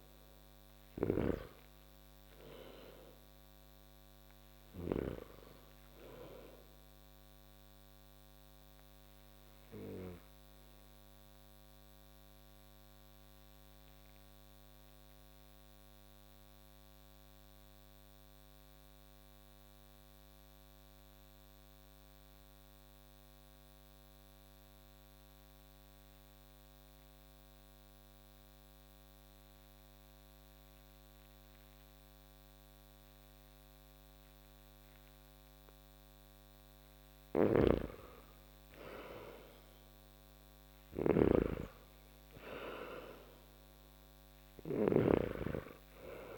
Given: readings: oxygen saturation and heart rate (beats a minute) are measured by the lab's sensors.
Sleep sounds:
breathing in sleep by a microphone on the trachea; 1
0.00-4.50 s: snoring (device-marked)
0.50-26.50 s: oxygen desaturation (device-marked, oxygen 97% before, 83% lowest)
7.50-36.50 s: obstructive apnea (oxygen 97% before, 82% lowest)
36.50-46.38 s: snoring (device-marked)
39.00-43.50 s: arousal
40.50-46.38 s: oxygen desaturation (device-marked, oxygen 98% before, 82% lowest)
From the record:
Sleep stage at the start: N2 (light sleep); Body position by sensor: on the back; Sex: male

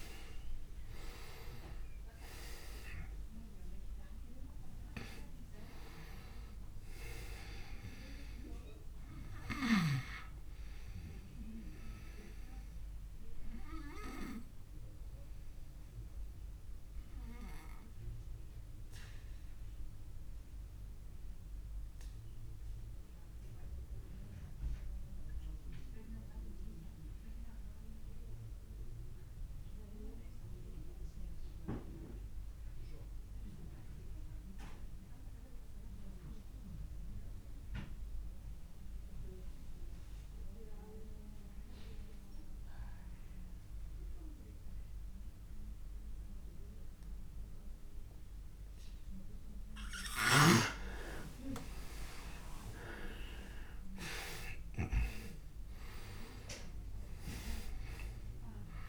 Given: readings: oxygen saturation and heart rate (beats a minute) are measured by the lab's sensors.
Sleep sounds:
breathing in sleep by a room microphone; 1
0.00-2.50 s: arousal
0.00-25.50 s: oxygen desaturation (device-marked, oxygen 88% lowest)
12.00-48.00 s: obstructive apnea (oxygen 99% before, 86% lowest)
43.50-58.89 s: oxygen desaturation (device-marked, oxygen 99% before, 86% lowest)
51.00-56.50 s: arousal
From the record:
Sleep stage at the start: REM sleep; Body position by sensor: on the back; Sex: male

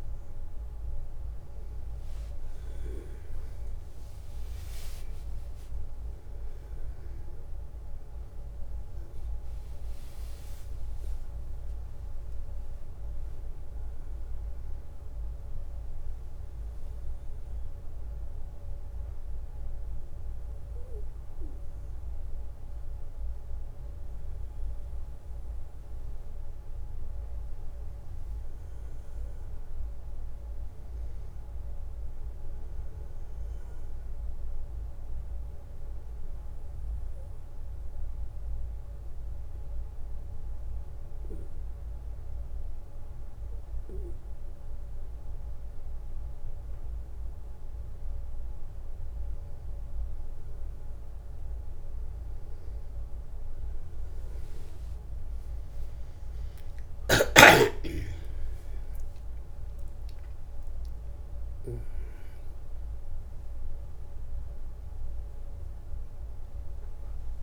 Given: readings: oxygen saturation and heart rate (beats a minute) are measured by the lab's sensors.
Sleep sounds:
breathing in sleep, hard to hear, by a room microphone; 1
1.00-5.00 s: arousal
35.00-47.50 s: obstructive apnea (oxygen 96% before, 92% lowest, heart rate 67 before, 61 extreme, up 2 after)
52.00-56.00 s: arousal
57.50-67.43 s: oxygen desaturation (device-marked, oxygen 96% before, 92% lowest, heart rate 62 before, 64 extreme)
From the record:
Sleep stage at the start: N1 (lightest sleep); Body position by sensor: on the back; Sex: male

